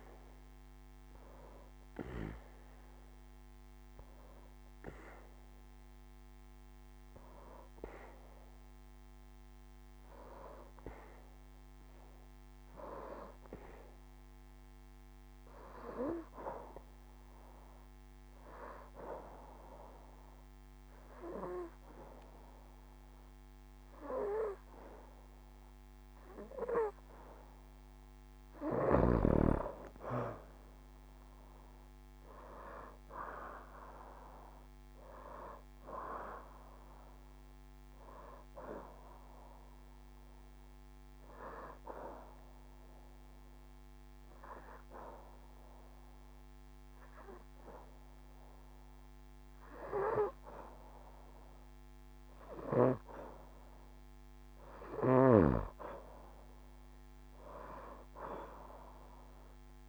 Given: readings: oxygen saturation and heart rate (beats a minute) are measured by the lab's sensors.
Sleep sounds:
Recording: breathing in sleep by a microphone on the trachea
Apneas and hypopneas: 2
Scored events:
18.00-28.50 s: obstructive apnea (oxygen 92% before, 84% lowest, heart rate 72 before, 66 extreme, up 6 after)
29.50-57.50 s: oxygen desaturation (device-marked, oxygen 92% before, 84% lowest, heart rate 70 before, 66 extreme)
31.50-35.50 s: arousal
42.00-52.00 s: obstructive apnea (oxygen 92% before, 82% lowest, heart rate 73 before, 66 extreme, up 8 after)
55.50-59.50 s: arousal
From the record:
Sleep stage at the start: N2 (light sleep)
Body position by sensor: on the back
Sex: female

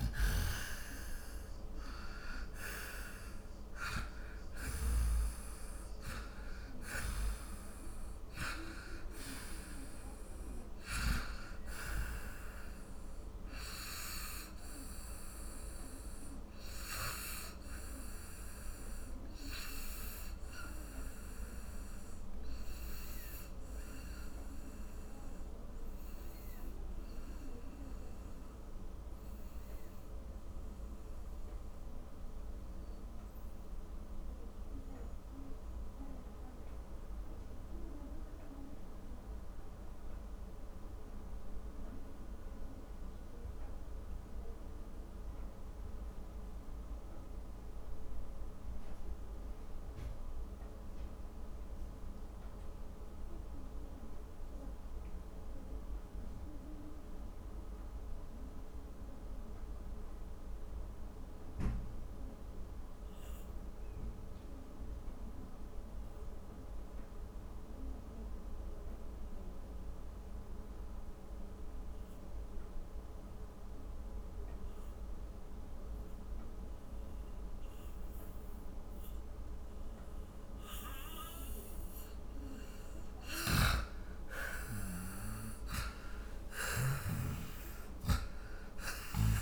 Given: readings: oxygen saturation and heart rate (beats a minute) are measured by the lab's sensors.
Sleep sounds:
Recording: breathing in sleep by a room microphone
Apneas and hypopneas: 1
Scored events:
2.00-43.00 s: oxygen desaturation (device-marked, oxygen 97% before, 89% lowest, heart rate 61 before, 39 extreme)
13.50-82.50 s: obstructive apnea (oxygen 98% before, 84% lowest, heart rate 65 before, 39 extreme, up 24 after)
16.00-89.42 s: new sleep stage, N2 (light sleep)
69.00-89.42 s: oxygen desaturation (device-marked, oxygen 98% before, 84% lowest, heart rate 53 before, 44 extreme)
83.50-87.00 s: snoring (device-marked)
83.50-88.00 s: arousal
From the record:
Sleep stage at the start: N1 (lightest sleep)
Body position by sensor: on the back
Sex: male

